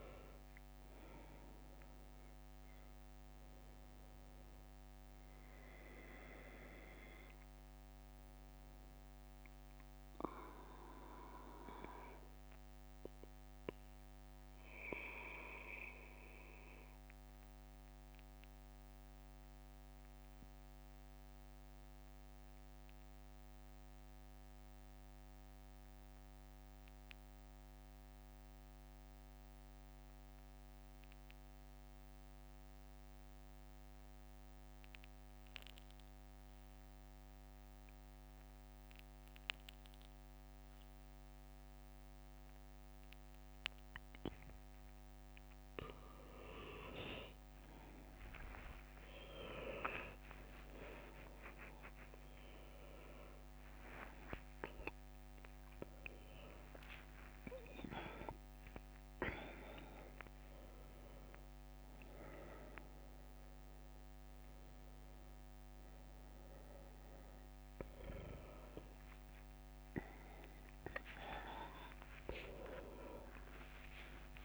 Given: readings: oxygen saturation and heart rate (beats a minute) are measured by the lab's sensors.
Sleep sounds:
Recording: a person partly awake in a sleep study, by a microphone on the trachea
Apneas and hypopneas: 1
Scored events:
0.00-14.50 s: oxygen desaturation (device-marked, oxygen 94% lowest, heart rate 64 extreme)
9.50-44.50 s: obstructive apnea (oxygen 98% before, 90% lowest, heart rate 70 before, 64 extreme, up 5 after)
36.50-57.50 s: oxygen desaturation (device-marked, oxygen 98% before, 90% lowest, heart rate 65 before, 67 extreme)
40.50-74.45 s: new sleep stage, awake
53.50-59.50 s: leg movement (device-marked)
68.50-74.45 s: tachycardia (device-marked, heart rate 68 before, 171 extreme)
71.50-73.50 s: long interval between heartbeats (device-marked, heart rate 73 before, 118 extreme)
From the record:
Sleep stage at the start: N2 (light sleep)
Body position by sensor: on the back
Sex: male

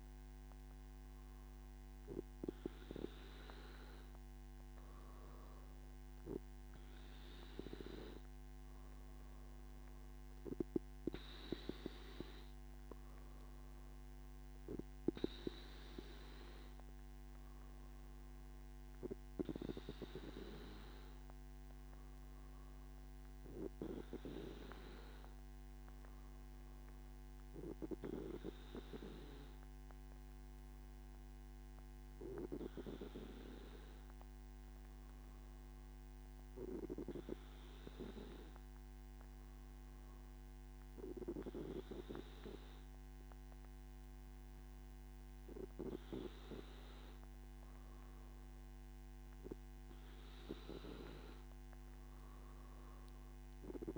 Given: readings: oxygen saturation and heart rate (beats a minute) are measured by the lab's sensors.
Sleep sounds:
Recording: breathing in sleep by a microphone on the trachea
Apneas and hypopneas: none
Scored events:
none scored
From the record:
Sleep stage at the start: N2 (light sleep)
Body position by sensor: on the back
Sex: male

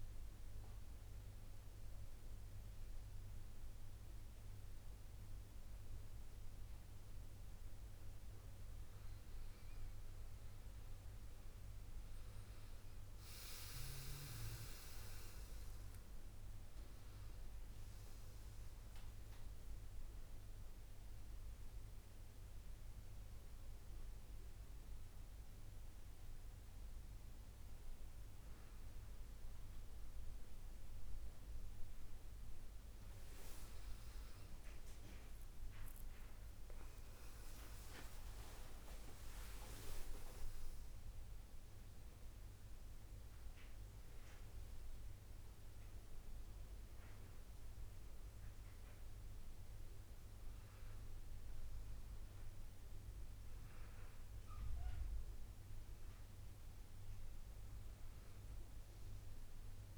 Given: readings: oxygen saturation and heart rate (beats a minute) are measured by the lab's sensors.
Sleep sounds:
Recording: breathing in sleep by a room microphone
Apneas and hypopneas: none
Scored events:
10.50-27.50 s: oxygen desaturation (device-marked, oxygen 98% before, 88% lowest)
19.50-24.50 s: arousal
36.50-43.50 s: oxygen desaturation (device-marked, oxygen 98% before, 93% lowest)
57.50-59.98 s: oxygen desaturation (device-marked, oxygen 97% before, 93% lowest)
From the record:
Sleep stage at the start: N1 (lightest sleep)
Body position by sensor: on the back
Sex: male

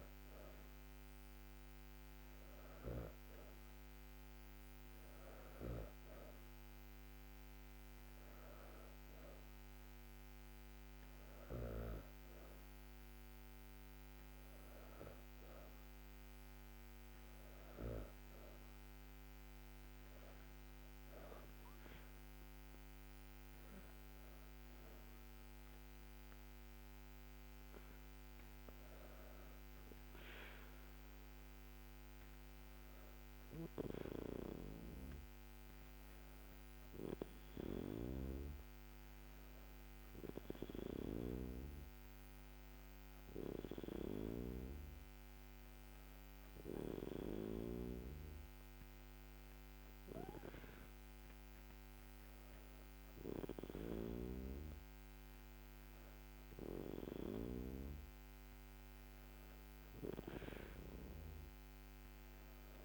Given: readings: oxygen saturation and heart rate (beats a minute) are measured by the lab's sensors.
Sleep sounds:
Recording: breathing in sleep by a microphone on the trachea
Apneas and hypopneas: none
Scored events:
none scored
From the record:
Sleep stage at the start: N2 (light sleep)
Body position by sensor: on the back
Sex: female

